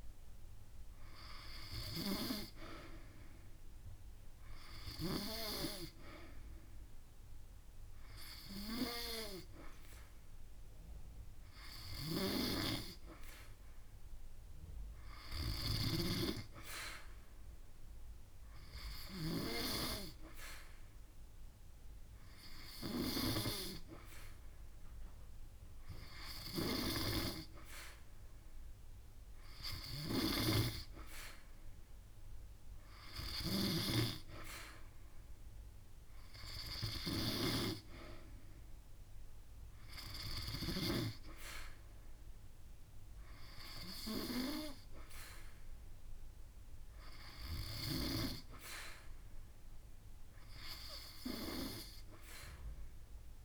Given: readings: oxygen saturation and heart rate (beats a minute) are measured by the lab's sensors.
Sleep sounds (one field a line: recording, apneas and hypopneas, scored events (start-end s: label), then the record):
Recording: breathing in sleep by a room microphone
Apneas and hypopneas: none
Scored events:
32.00-34.00 s: long interval between heartbeats (device-marked)
38.00-41.00 s: drop in pulse transit time (device-marked)
39.00-41.00 s: long interval between heartbeats (device-marked)
From the record:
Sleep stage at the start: N2 (light sleep)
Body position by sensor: on the back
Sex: female